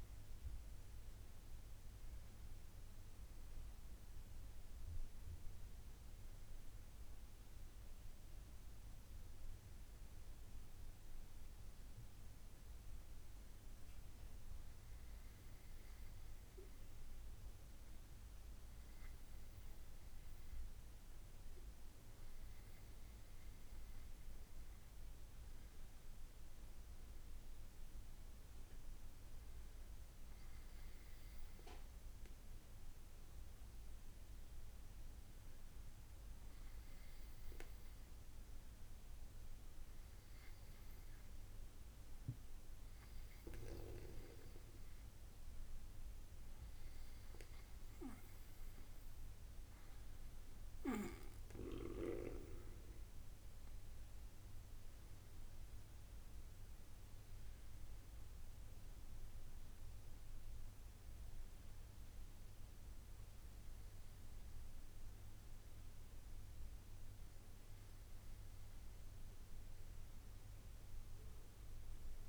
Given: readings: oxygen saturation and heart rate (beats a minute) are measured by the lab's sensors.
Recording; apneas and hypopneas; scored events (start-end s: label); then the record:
breathing in sleep, hard to hear, by a room microphone; none
none scored
From the record:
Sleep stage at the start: N2 (light sleep); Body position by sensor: on the back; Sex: male